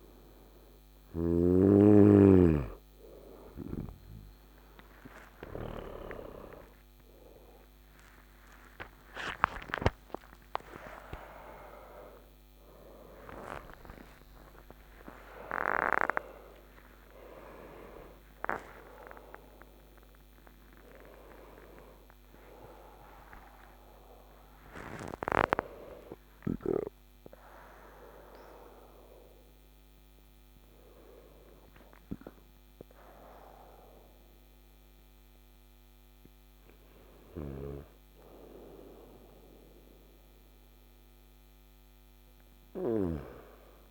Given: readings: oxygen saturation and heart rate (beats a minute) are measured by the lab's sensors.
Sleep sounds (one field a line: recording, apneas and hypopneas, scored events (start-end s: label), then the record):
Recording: a person awake in a sleep study, by a microphone on the trachea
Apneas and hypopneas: none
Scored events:
0.00-1.00 s: snoring (device-marked)
25.50-43.91 s: new sleep stage, N2 (light sleep)
42.00-43.91 s: snoring (device-marked)
From the record:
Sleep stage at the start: awake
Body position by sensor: on the right side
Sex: male